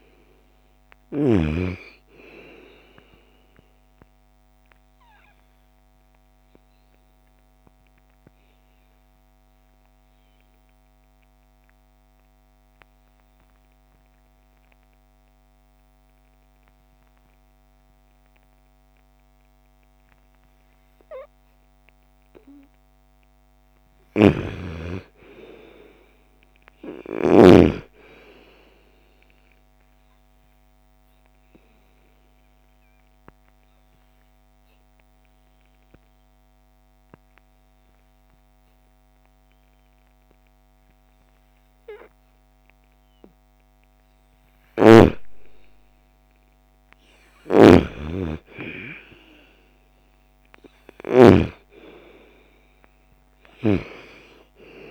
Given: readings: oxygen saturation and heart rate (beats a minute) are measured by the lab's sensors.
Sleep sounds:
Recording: breathing in sleep by a microphone on the trachea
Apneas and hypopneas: 2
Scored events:
0.00-13.00 s: oxygen desaturation (device-marked, oxygen 86% lowest, heart rate 54 extreme)
3.00-22.00 s: obstructive apnea (oxygen 98% before, 86% lowest, heart rate 59 before, 54 extreme, up 30 after)
23.00-27.00 s: arousal
23.00-27.00 s: snoring (device-marked)
27.00-43.00 s: oxygen desaturation (device-marked, oxygen 98% before, 89% lowest, heart rate 60 before, 46 extreme)
29.50-43.50 s: obstructive apnea (oxygen 99% before, 85% lowest, heart rate 62 before, 46 extreme, up 3 after)
45.00-49.00 s: arousal
46.50-50.50 s: snoring (device-marked)
49.00-54.91 s: oxygen desaturation (device-marked, oxygen 97% before, 89% lowest, heart rate 61 before, 46 extreme)
From the record:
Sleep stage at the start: N2 (light sleep)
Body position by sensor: on the right side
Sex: female

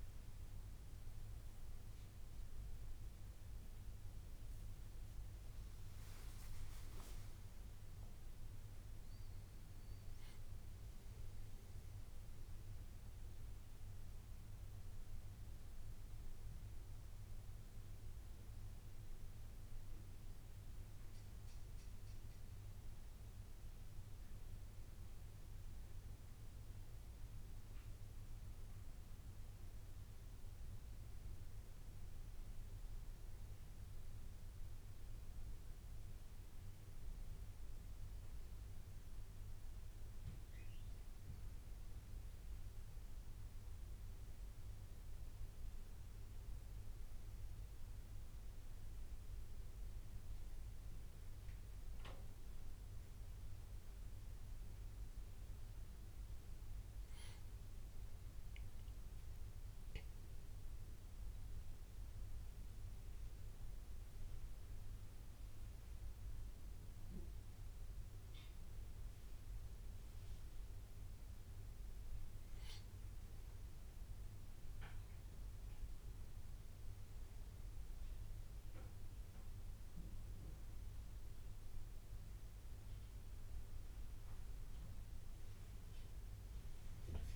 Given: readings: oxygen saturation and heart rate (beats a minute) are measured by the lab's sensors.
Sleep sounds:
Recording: a person awake in a sleep study, hard to hear, by a room microphone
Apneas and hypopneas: none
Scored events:
70.50-87.36 s: new sleep stage, N1 (lightest sleep)
From the record:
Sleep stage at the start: awake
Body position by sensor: on the back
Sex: male

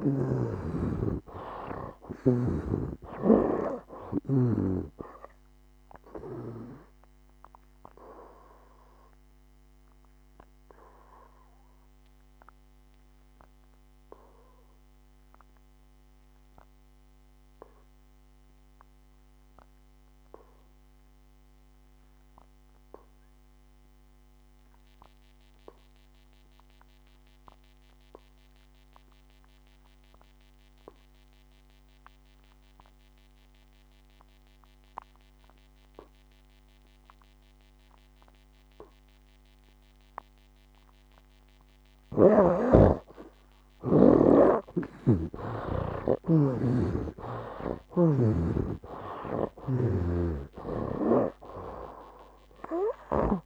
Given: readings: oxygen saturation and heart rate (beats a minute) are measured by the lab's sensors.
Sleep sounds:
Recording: breathing in sleep by a microphone on the trachea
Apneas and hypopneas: 1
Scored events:
0.00-3.00 s: arousal
2.00-34.00 s: oxygen desaturation (device-marked, oxygen 91% before, 69% lowest, heart rate 63 before, 57 extreme)
7.50-42.00 s: obstructive apnea (oxygen 98% before, 67% lowest, heart rate 68 before, 57 extreme, up 15 after)
40.00-53.46 s: oxygen desaturation (device-marked, oxygen 95% before, 67% lowest, heart rate 59 before, 55 extreme)
45.00-48.50 s: snoring (device-marked)
46.50-51.50 s: arousal
From the record:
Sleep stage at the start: N2 (light sleep)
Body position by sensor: on the back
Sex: male

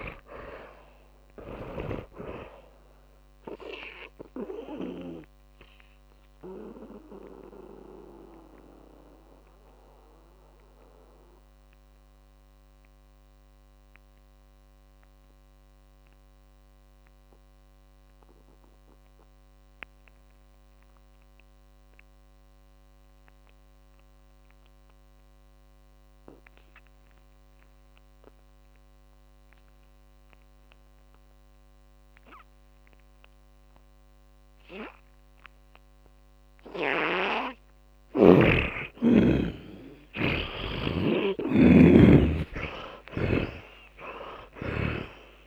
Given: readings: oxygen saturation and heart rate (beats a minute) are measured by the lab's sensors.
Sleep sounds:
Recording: breathing in sleep by a microphone on the trachea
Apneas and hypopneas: 1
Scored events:
0.00-2.00 s: snoring (device-marked)
0.00-22.50 s: oxygen desaturation (device-marked, oxygen 74% lowest, heart rate 43 extreme)
5.00-37.00 s: mixed apnea (oxygen 100% before, 74% lowest, heart rate 57 before, 47 extreme, up 31 after)
37.50-41.50 s: oxygen desaturation (device-marked, oxygen 100% before, 92% lowest, heart rate 54 before, 58 extreme)
39.00-43.50 s: arousal
41.50-45.00 s: snoring (device-marked)
43.50-45.47 s: oxygen desaturation (device-marked, oxygen 95% before, 74% lowest, heart rate 52 before, 43 extreme)
From the record:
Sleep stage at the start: N2 (light sleep)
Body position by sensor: on the back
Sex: male

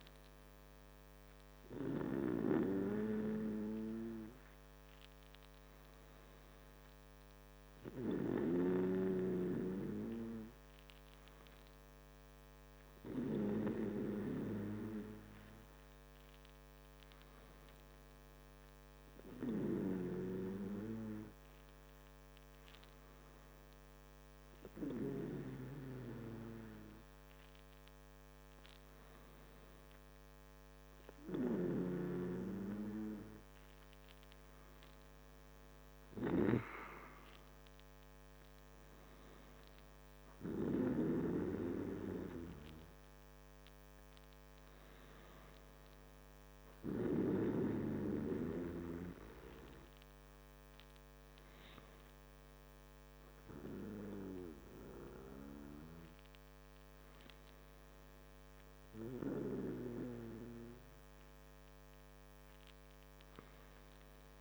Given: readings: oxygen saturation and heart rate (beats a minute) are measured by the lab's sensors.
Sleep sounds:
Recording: breathing in sleep by a microphone on the trachea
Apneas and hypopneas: none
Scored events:
none scored
From the record:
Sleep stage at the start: N2 (light sleep)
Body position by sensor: on the back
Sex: male

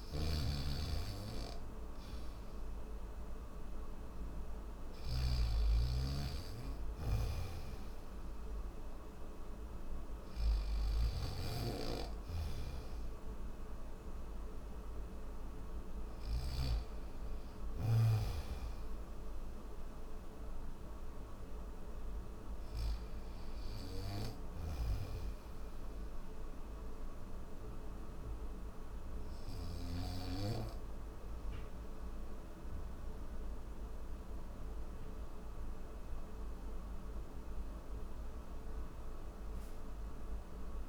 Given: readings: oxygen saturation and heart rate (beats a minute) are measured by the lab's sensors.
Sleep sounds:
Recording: breathing in sleep by a room microphone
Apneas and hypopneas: none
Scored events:
0.00-4.50 s: snoring (device-marked)
6.50-16.00 s: snoring (device-marked)
10.50-36.50 s: oxygen desaturation (device-marked, oxygen 95% before, 84% lowest, heart rate 63 before, 61 extreme)
23.50-29.50 s: snoring (device-marked)
From the record:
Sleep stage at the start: N1 (lightest sleep)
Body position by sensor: on the back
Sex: male

